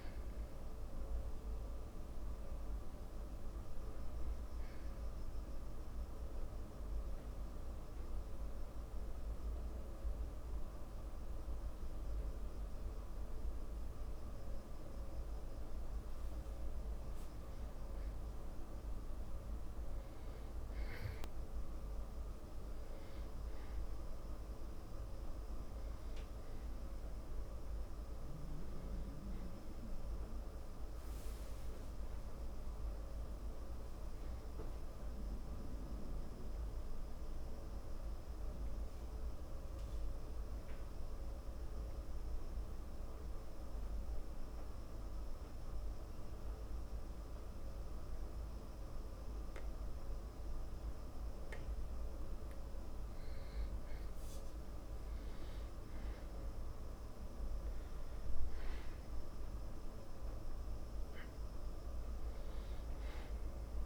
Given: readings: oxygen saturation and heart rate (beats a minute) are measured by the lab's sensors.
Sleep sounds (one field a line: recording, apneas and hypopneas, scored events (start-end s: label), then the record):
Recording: breathing in sleep, hard to hear, by a room microphone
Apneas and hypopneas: 2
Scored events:
6.00-16.00 s: mixed apnea (oxygen 97% before, 92% lowest, heart rate 62 before, 54 extreme, up 1 after)
19.50-23.50 s: arousal
23.50-38.50 s: oxygen desaturation (device-marked, oxygen 97% before, 93% lowest, heart rate 57 before, 54 extreme)
39.50-53.50 s: mixed apnea (oxygen 98% before, 92% lowest, heart rate 58 before, 54 extreme, up 12 after)
55.50-58.50 s: arousal
59.50-63.86 s: oxygen desaturation (device-marked, oxygen 97% before, 92% lowest, heart rate 56 before, 54 extreme)
From the record:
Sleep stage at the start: N2 (light sleep)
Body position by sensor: on the back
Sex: male